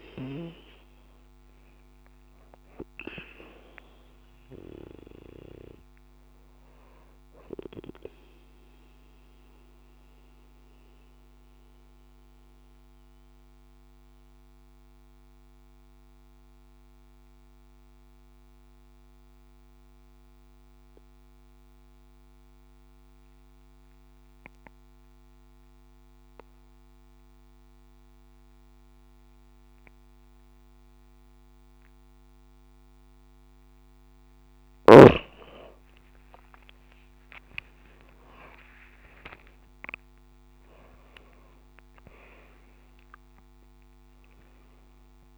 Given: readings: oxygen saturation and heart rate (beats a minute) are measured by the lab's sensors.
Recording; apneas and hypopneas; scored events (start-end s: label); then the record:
breathing in sleep by a microphone on the trachea; 1
0.00-1.50 s: arousal
8.00-33.50 s: mixed apnea (oxygen 97% before, 91% lowest)
35.50-39.50 s: arousal
39.50-45.38 s: oxygen desaturation (device-marked, oxygen 96% before, 91% lowest)
From the record:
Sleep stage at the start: N2 (light sleep); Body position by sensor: on the back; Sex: female